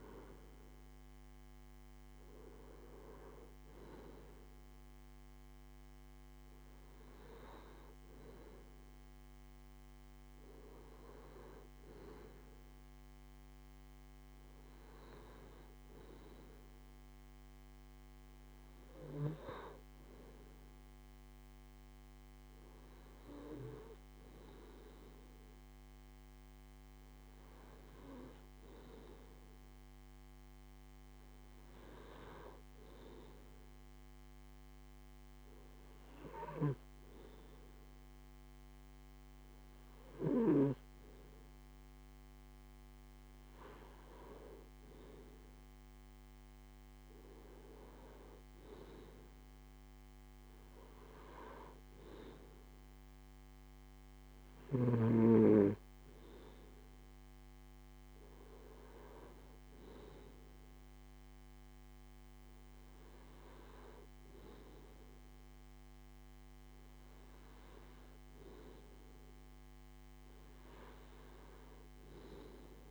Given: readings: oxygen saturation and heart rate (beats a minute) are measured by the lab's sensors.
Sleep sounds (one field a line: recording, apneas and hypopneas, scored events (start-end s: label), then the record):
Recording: breathing in sleep by a microphone on the trachea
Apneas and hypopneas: none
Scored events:
none scored
From the record:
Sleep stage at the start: N2 (light sleep)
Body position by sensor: on the left side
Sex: male